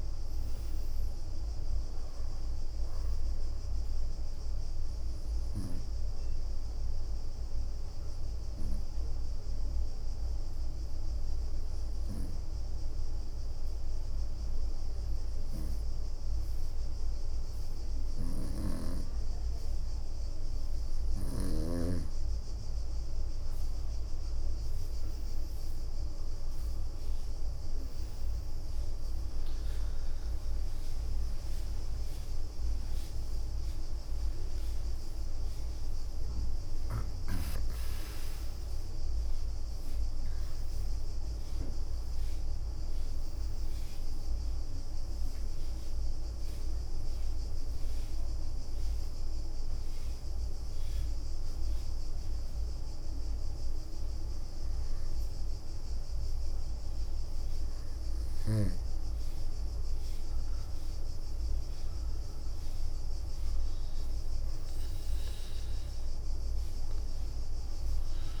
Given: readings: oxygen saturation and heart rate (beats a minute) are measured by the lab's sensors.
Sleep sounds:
breathing in sleep, hard to hear, by a room microphone; 2
0.00-1.50 s: arousal
0.00-3.50 s: leg movement (device-marked)
4.00-12.50 s: leg movement (device-marked)
6.00-18.50 s: obstructive apnea (oxygen 97% before, 93% lowest, heart rate 69 before, 63 extreme, up 8 after)
18.00-21.50 s: snoring (device-marked)
19.00-20.50 s: leg movement (device-marked)
27.50-42.50 s: oxygen desaturation (device-marked, oxygen 98% before, 93% lowest, heart rate 67 before, 63 extreme)
31.50-37.50 s: arousal
45.00-55.50 s: obstructive apnea (oxygen 98% before, 95% lowest, heart rate 78 before, 61 extreme, up 6 after)
59.50-63.00 s: arousal
From the record:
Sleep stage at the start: N2 (light sleep); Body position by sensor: on the right side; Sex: female

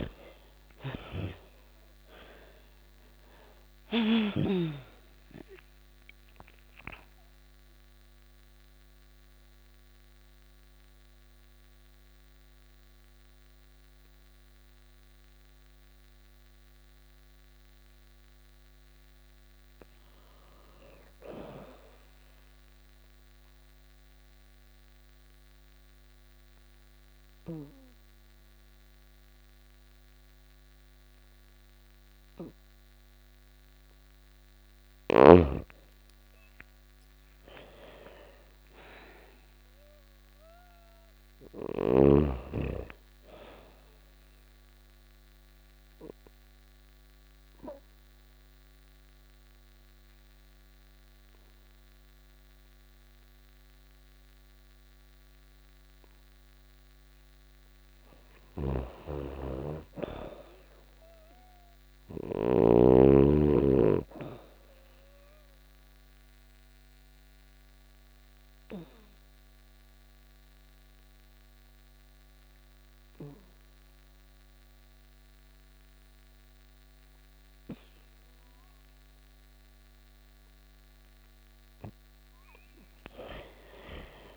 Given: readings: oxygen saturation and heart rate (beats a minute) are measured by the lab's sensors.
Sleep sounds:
breathing in sleep by a microphone on the trachea; 4
0.00-2.00 s: arousal
0.00-3.50 s: snoring (device-marked)
0.00-4.00 s: oxygen desaturation (device-marked, oxygen 93% lowest, heart rate 86 extreme)
6.00-17.00 s: central apnea (oxygen 99% before, 85% lowest, heart rate 86 before, 86 extreme, up 1 after)
6.00-21.00 s: oxygen desaturation (device-marked, oxygen 97% before, 85% lowest, heart rate 86 before, 86 extreme)
18.50-21.00 s: arousal
22.00-34.00 s: obstructive apnea (oxygen 98% before, 87% lowest, heart rate 90 before, 85 extreme, up 2 after)
36.50-40.50 s: arousal
42.00-55.00 s: oxygen desaturation (device-marked, oxygen 97% before, 89% lowest, heart rate 87 before, 84 extreme)
43.50-55.50 s: obstructive apnea (oxygen 99% before, 85% lowest, heart rate 88 before, 84 extreme, up 3 after)
56.50-60.50 s: arousal
57.50-62.00 s: snoring (device-marked)
65.00-80.00 s: obstructive apnea (oxygen 99% before, 85% lowest, heart rate 87 before, 84 extreme, up 5 after)
66.00-77.00 s: oxygen desaturation (device-marked, oxygen 99% before, 92% lowest, heart rate 87 before, 84 extreme)
79.00-84.36 s: oxygen desaturation (device-marked, oxygen 97% before, 85% lowest, heart rate 87 before, 84 extreme)
81.50-84.36 s: arousal
From the record:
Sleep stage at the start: N2 (light sleep); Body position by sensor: on the back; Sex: female

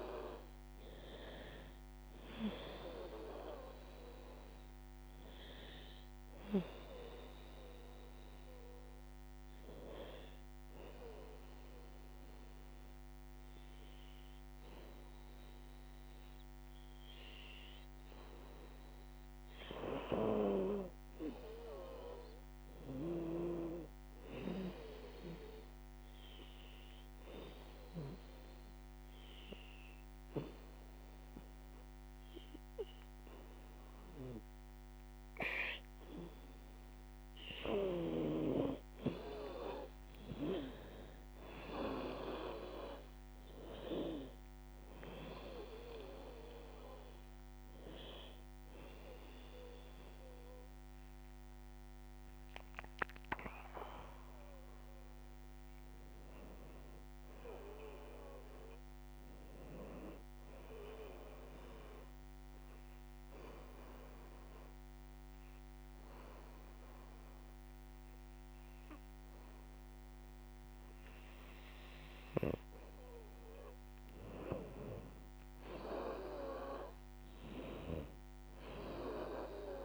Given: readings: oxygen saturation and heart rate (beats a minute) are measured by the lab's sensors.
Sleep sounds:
breathing in sleep by a microphone on the trachea; 3
0.00-1.50 s: arousal
0.00-8.00 s: drop in pulse transit time (device-marked, heart rate 80 extreme)
4.00-14.00 s: oxygen desaturation (device-marked, oxygen 93% before, 88% lowest, heart rate 83 before, 69 extreme)
9.50-19.50 s: obstructive apnea (oxygen 93% before, 88% lowest, heart rate 83 before, 69 extreme, up 8 after)
21.00-24.00 s: arousal
26.50-37.00 s: obstructive apnea (oxygen 95% before, 88% lowest, heart rate 79 before, 69 extreme, up 23 after)
27.00-35.00 s: oxygen desaturation (device-marked, oxygen 95% before, 90% lowest, heart rate 79 before, 69 extreme)
38.50-42.50 s: arousal
40.00-51.00 s: drop in pulse transit time (device-marked, heart rate 78 before, 78 extreme)
45.00-59.00 s: oxygen desaturation (device-marked, oxygen 93% before, 88% lowest, heart rate 79 before, 74 extreme)
62.00-72.00 s: obstructive apnea (oxygen 96% before, 89% lowest, heart rate 84 before, 73 extreme, up 14 after)
74.00-78.00 s: arousal
From the record:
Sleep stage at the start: N2 (light sleep); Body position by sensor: on the back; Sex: female

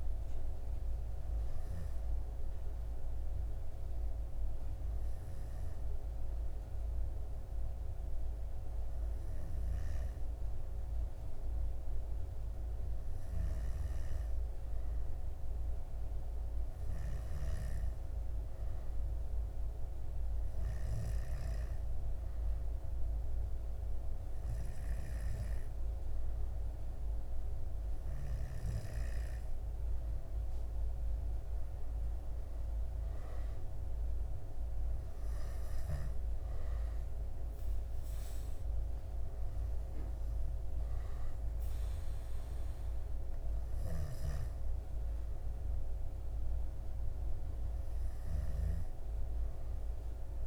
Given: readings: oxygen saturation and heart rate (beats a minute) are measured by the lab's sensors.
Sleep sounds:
breathing in sleep, hard to hear, by a room microphone; none
28.00-50.47 s: oxygen desaturation (device-marked, oxygen 97% before, 93% lowest, heart rate 71 before, 63 extreme)
From the record:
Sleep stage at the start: N2 (light sleep); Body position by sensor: on the back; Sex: male

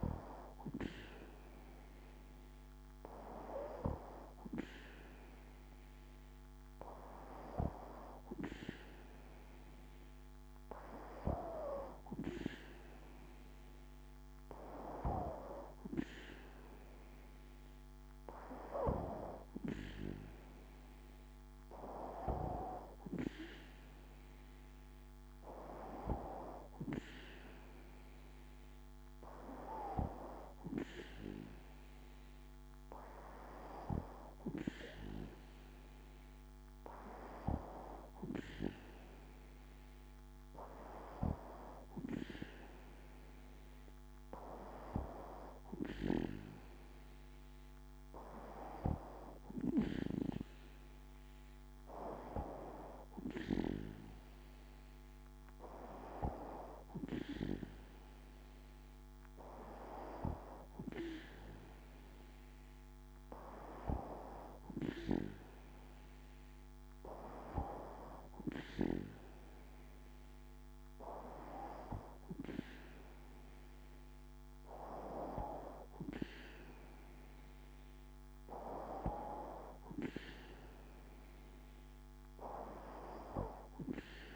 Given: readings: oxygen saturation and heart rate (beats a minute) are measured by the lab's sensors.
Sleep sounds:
breathing in sleep by a microphone on the trachea; none
none scored
From the record:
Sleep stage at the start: N2 (light sleep); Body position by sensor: on the back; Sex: female

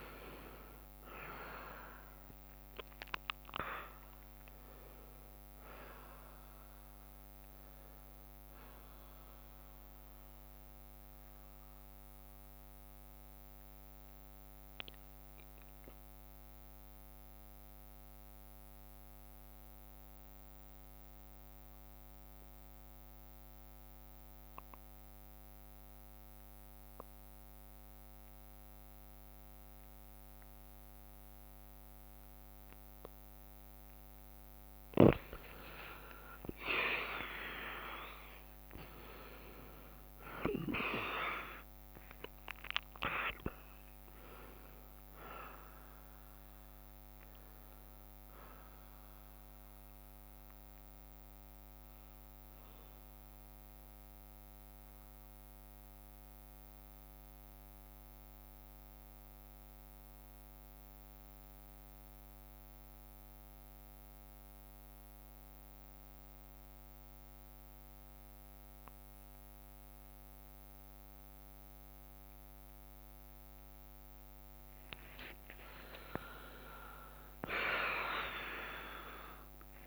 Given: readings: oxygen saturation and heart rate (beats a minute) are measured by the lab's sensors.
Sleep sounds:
breathing in sleep by a microphone on the trachea; 2
0.00-10.50 s: drop in pulse transit time (device-marked, heart rate 64 extreme)
0.00-19.50 s: oxygen desaturation (device-marked, oxygen 92% lowest, heart rate 58 extreme)
9.00-34.50 s: obstructive apnea (oxygen 98% before, 92% lowest, heart rate 64 before, 58 extreme, up 6 after)
11.50-15.50 s: bradycardia (device-marked, heart rate 62 before, 59 extreme)
28.50-35.50 s: bradycardia (device-marked, heart rate 62 before, 58 extreme)
34.50-61.50 s: oxygen desaturation (device-marked, oxygen 98% before, 92% lowest, heart rate 60 before, 58 extreme)
36.50-42.00 s: arousal
39.50-54.50 s: drop in pulse transit time (device-marked, heart rate 60 before, 61 extreme)
51.50-74.00 s: mixed apnea (oxygen 98% before, 90% lowest, heart rate 62 before, 57 extreme, up 7 after)
53.50-73.50 s: bradycardia (device-marked, heart rate 62 before, 58 extreme)
75.50-79.87 s: arousal
75.50-79.87 s: oxygen desaturation (device-marked, oxygen 98% before, 92% lowest, heart rate 59 before, 55 extreme)
From the record:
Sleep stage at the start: N2 (light sleep); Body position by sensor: on the back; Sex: female

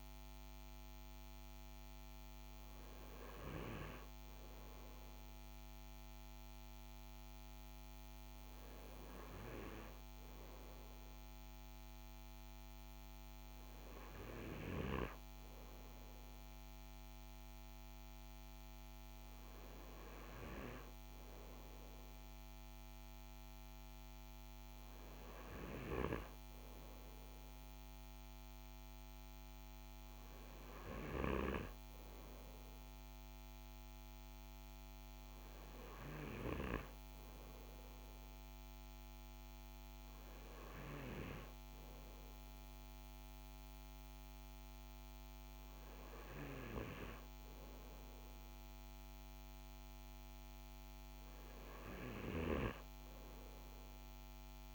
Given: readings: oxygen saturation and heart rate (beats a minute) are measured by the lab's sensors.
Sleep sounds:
breathing in sleep by a microphone on the trachea; none
none scored
From the record:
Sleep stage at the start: N2 (light sleep); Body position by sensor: on the front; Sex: male

